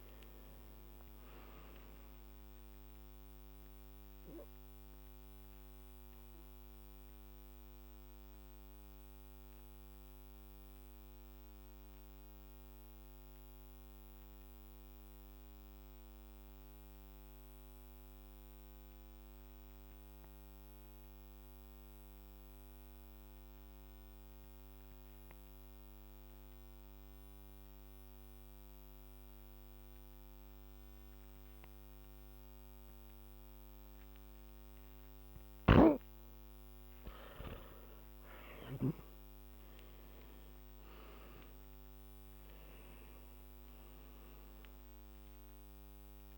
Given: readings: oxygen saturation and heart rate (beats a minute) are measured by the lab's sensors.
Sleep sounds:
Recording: breathing in sleep, hard to hear, by a microphone on the trachea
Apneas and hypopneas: 1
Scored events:
0.00-29.00 s: oxygen desaturation (device-marked, oxygen 86% lowest, heart rate 50 extreme)
4.00-34.00 s: obstructive apnea (oxygen 99% before, 86% lowest, heart rate 56 before, 48 extreme, up 10 after)
35.50-39.00 s: snoring (device-marked)
36.00-41.00 s: arousal
From the record:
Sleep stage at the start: N2 (light sleep)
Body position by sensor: on the back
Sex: male

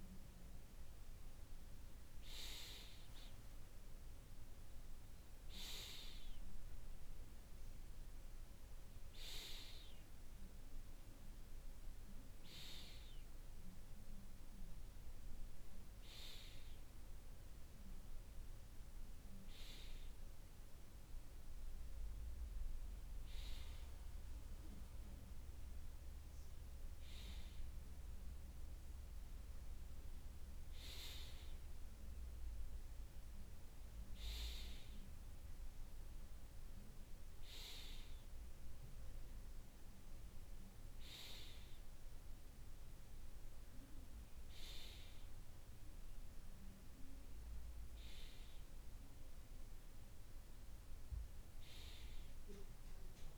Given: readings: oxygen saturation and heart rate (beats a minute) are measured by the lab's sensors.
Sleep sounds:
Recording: breathing in sleep by a room microphone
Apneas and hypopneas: none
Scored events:
none scored
From the record:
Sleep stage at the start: N2 (light sleep)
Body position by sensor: on the right side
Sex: male

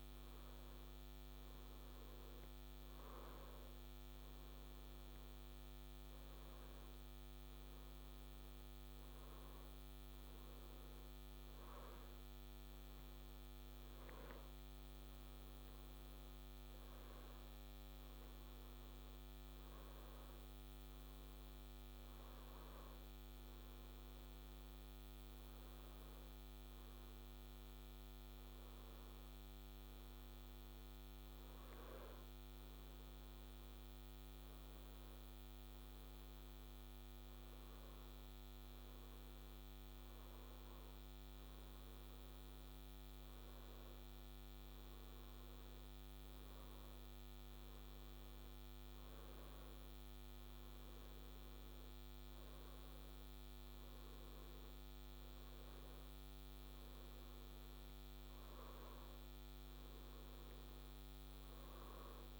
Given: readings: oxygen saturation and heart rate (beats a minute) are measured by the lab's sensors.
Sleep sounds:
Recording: breathing in sleep, hard to hear, by a microphone on the trachea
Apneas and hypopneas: none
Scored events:
none scored
From the record:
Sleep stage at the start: N1 (lightest sleep)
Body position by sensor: on the back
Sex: male

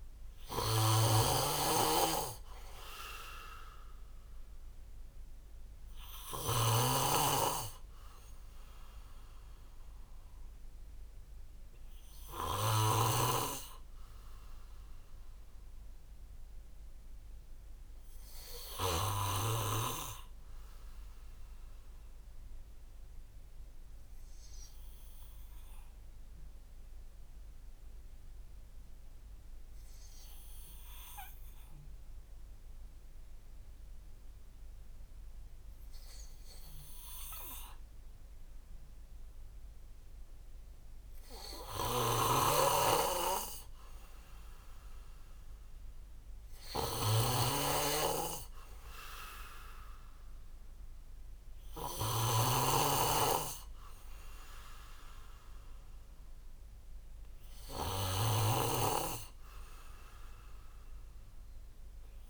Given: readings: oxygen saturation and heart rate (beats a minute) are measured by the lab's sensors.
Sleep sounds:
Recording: breathing in sleep by a room microphone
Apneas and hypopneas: 1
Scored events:
0.00-18.50 s: snoring (device-marked)
21.50-40.50 s: obstructive apnea (oxygen 97% before, 95% lowest, heart rate 58 before, 57 extreme, up 4 after)
41.50-57.50 s: snoring (device-marked)
44.00-46.50 s: arousal
From the record:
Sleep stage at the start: N2 (light sleep)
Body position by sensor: on the back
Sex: male

